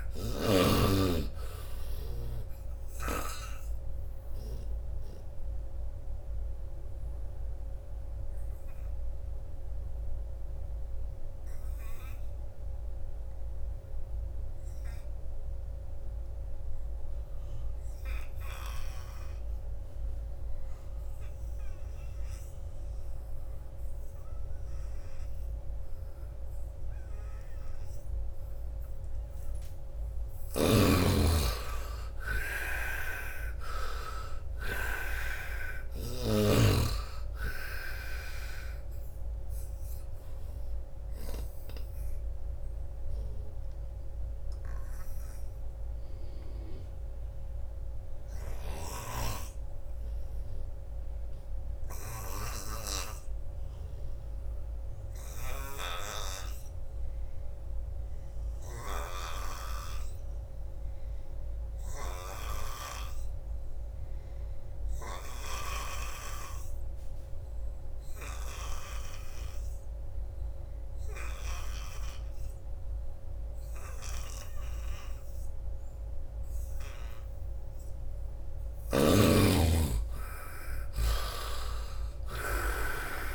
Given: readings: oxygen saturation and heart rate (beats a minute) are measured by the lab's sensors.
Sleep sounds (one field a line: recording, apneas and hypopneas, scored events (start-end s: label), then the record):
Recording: breathing in sleep by a room microphone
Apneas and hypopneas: 2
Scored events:
0.00-2.00 s: snoring (device-marked)
0.00-14.00 s: oxygen desaturation (device-marked, oxygen 69% lowest, heart rate 66 extreme)
4.50-29.00 s: obstructive apnea (oxygen 97% before, 69% lowest, heart rate 78 before, 79 extreme, up 5 after)
26.00-51.00 s: oxygen desaturation (device-marked, oxygen 98% before, 74% lowest, heart rate 89 before, 76 extreme)
30.00-34.00 s: arousal
30.00-36.00 s: snoring (device-marked)
40.50-76.50 s: obstructive apnea (oxygen 98% before, 73% lowest, heart rate 85 before, 73 extreme, up 12 after)
55.00-63.00 s: snoring (device-marked)
65.00-83.35 s: oxygen desaturation (device-marked, oxygen 98% before, 73% lowest, heart rate 86 before, 73 extreme)
78.00-81.50 s: arousal
78.50-83.35 s: snoring (device-marked)
From the record:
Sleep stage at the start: N2 (light sleep)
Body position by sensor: on the right side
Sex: male